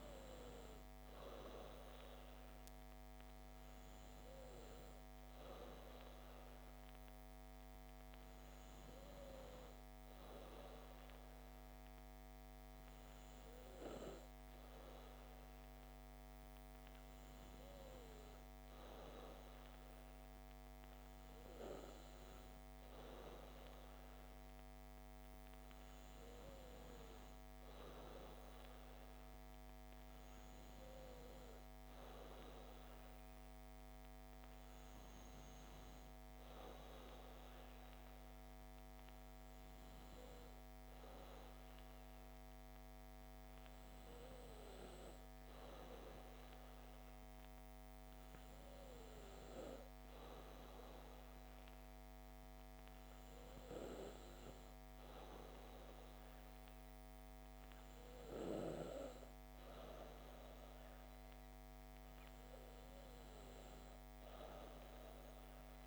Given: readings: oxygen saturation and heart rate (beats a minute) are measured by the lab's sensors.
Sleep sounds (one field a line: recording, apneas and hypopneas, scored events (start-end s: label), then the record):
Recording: breathing in sleep by a microphone on the trachea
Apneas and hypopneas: none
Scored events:
none scored
From the record:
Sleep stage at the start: N2 (light sleep)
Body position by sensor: on the back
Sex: female